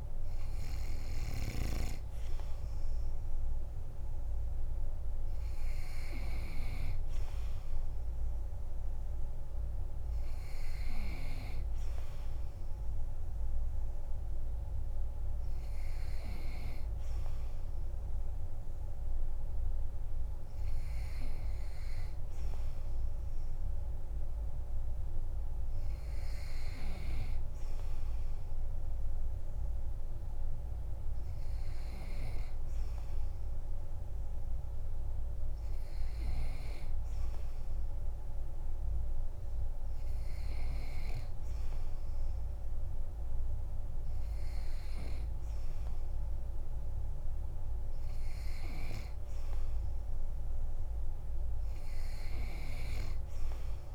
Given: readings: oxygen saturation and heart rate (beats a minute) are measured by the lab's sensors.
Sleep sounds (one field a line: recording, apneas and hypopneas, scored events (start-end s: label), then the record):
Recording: breathing in sleep by a room microphone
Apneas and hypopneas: none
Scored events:
none scored
From the record:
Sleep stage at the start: N2 (light sleep)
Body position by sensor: on the back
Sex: male